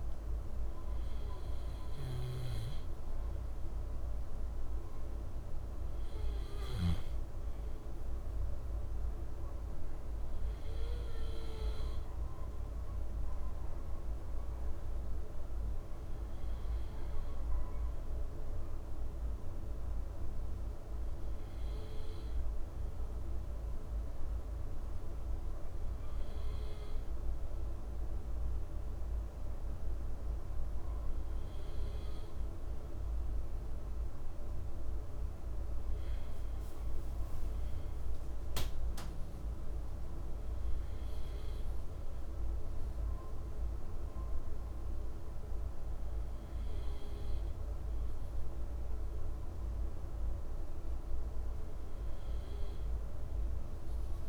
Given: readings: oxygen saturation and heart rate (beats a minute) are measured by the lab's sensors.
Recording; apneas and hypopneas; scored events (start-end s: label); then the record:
breathing in sleep, hard to hear, by a room microphone; none
none scored
From the record:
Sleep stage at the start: N2 (light sleep); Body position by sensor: on the left side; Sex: male